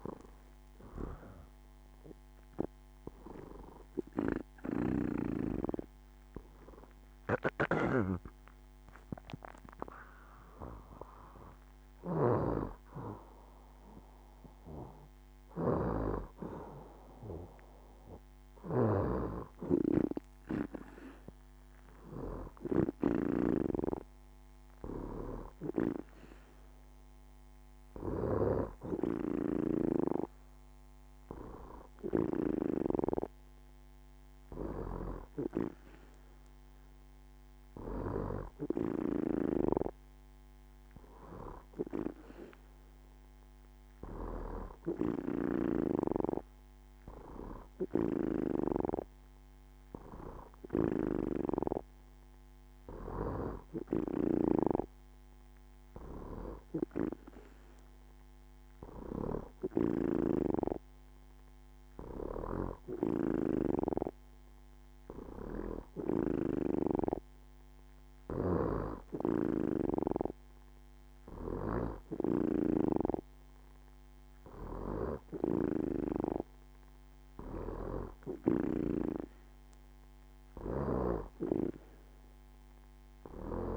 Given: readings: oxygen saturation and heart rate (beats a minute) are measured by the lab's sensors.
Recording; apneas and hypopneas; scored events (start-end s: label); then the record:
breathing in sleep by a microphone on the trachea; none
none scored
From the record:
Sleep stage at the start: N2 (light sleep); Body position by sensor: on the back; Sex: female